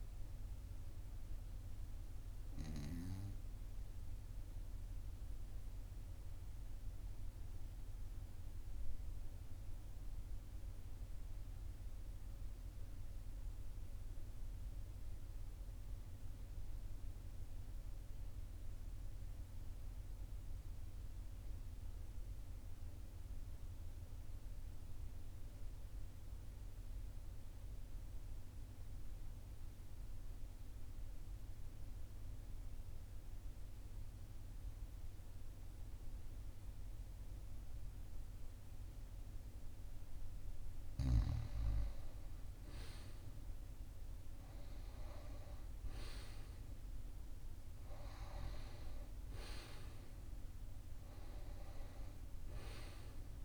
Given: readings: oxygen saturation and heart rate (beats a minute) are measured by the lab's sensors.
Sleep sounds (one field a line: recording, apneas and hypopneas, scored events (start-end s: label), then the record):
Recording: breathing in sleep by a room microphone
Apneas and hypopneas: 1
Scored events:
0.00-3.50 s: arousal
6.50-38.50 s: obstructive apnea (oxygen 99% before, 89% lowest, heart rate 43 before, 42 extreme, up 4 after)
28.50-53.44 s: oxygen desaturation (device-marked, oxygen 99% before, 89% lowest, heart rate 42 before, 42 extreme)
40.50-46.00 s: arousal
From the record:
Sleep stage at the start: N2 (light sleep)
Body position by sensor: on the right side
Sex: male